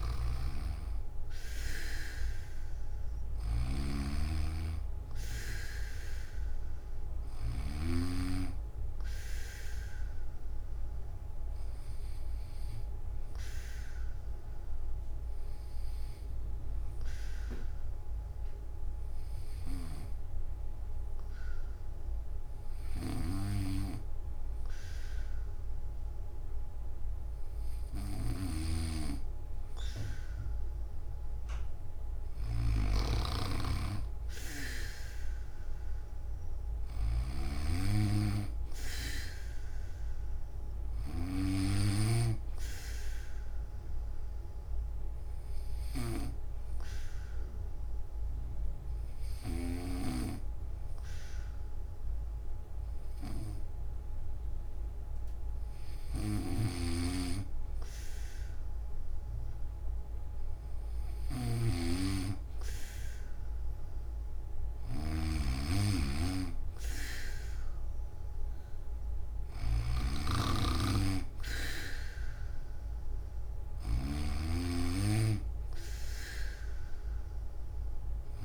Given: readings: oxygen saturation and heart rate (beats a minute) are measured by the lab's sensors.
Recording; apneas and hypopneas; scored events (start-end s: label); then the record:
breathing in sleep by a room microphone; 2
0.00-7.50 s: snoring (device-marked)
0.00-24.00 s: oxygen desaturation (device-marked, oxygen 93% lowest)
13.50-29.50 s: hypopnea (oxygen 98% before, 92% lowest)
22.50-41.00 s: snoring (device-marked)
37.00-59.00 s: oxygen desaturation (device-marked, oxygen 96% before, 92% lowest)
42.50-59.50 s: hypopnea (oxygen 96% before, 91% lowest)
56.00-78.45 s: snoring (device-marked)
From the record:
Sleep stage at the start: N2 (light sleep); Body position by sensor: on the back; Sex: male